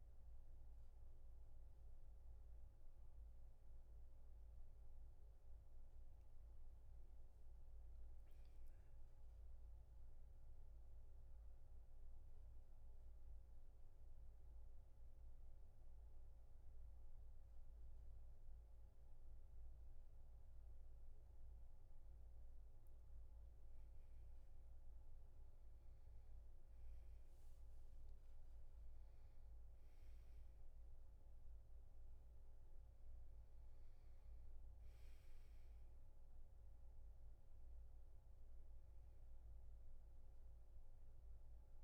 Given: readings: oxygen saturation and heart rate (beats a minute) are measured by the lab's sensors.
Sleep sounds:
breathing in sleep, hard to hear, by a room microphone; none
25.00-29.50 s: arousal
From the record:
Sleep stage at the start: N1 (lightest sleep); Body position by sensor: on the back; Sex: male

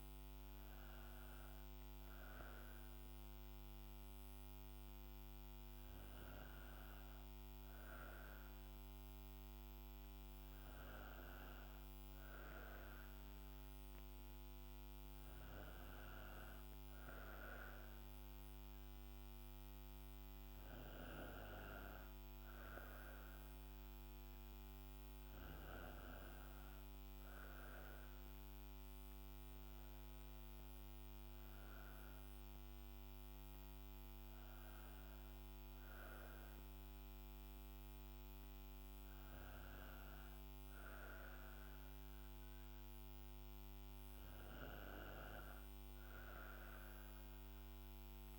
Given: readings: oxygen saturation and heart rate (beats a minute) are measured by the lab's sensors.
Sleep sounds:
breathing in sleep by a microphone on the trachea; none
none scored
From the record:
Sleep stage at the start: N2 (light sleep); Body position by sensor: on the right side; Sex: female

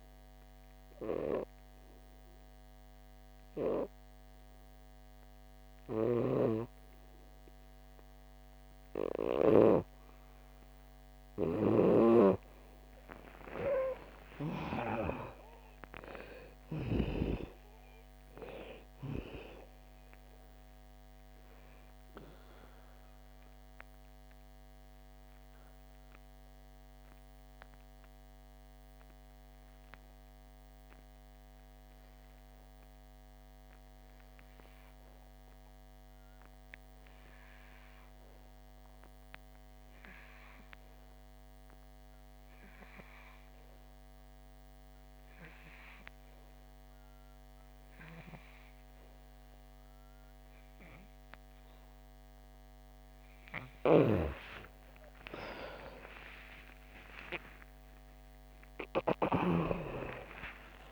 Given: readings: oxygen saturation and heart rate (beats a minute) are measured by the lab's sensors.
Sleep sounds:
breathing in sleep by a microphone on the trachea; 2
0.50-12.50 s: obstructive apnea (oxygen 97% before, 69% lowest)
4.50-39.50 s: oxygen desaturation (device-marked, oxygen 94% before, 76% lowest, heart rate 38 before, 57 extreme)
14.00-18.00 s: arousal
22.50-53.00 s: obstructive apnea (oxygen 97% before, 69% lowest, heart rate 108 before, 57 extreme, up 42 after)
41.50-60.91 s: oxygen desaturation (device-marked, oxygen 97% before, 69% lowest, heart rate 68 before, 50 extreme)
54.50-60.00 s: arousal
From the record:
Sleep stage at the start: N2 (light sleep); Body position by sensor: on the back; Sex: female

